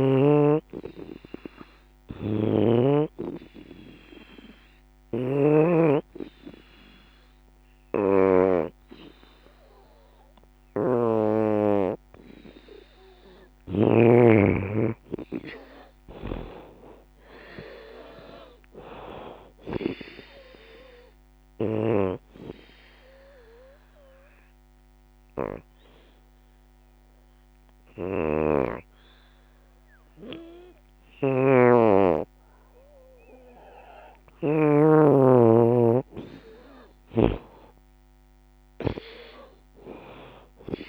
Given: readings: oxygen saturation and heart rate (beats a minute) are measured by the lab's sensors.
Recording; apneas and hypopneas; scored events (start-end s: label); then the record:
breathing in sleep by a microphone on the trachea; 2
0.00-1.00 s: arousal
3.00-13.50 s: obstructive apnea (oxygen 95% before, 82% lowest, heart rate 86 before, 65 extreme, up 18 after)
6.00-33.00 s: oxygen desaturation (device-marked, oxygen 91% before, 82% lowest, heart rate 87 before, 65 extreme)
16.00-19.00 s: arousal
23.00-35.00 s: hypopnea (oxygen 91% before, 82% lowest, heart rate 85 before, 65 extreme, up 28 after)
35.00-40.89 s: drop in pulse transit time (device-marked, heart rate 77 before, 73 extreme)
36.50-40.00 s: arousal
38.00-40.89 s: oxygen desaturation (device-marked, oxygen 93% before, 84% lowest, heart rate 77 before, 69 extreme)
From the record:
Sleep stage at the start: N2 (light sleep); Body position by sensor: on the back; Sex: female